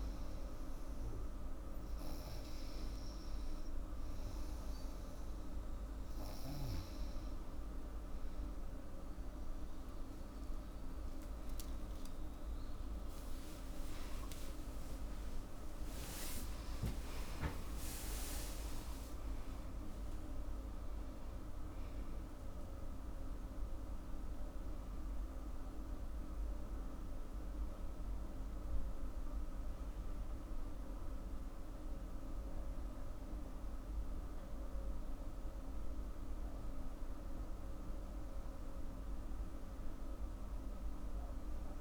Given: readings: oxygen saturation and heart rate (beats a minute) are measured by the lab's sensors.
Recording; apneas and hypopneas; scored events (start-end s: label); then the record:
breathing in sleep, hard to hear, by a room microphone; none
13.50-19.00 s: arousal
14.50-16.50 s: long interval between heartbeats (device-marked, heart rate 84 before, 99 extreme)
17.50-19.50 s: long interval between heartbeats (device-marked, heart rate 87 before, 117 extreme)
From the record:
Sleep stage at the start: N2 (light sleep); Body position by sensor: on the back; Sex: female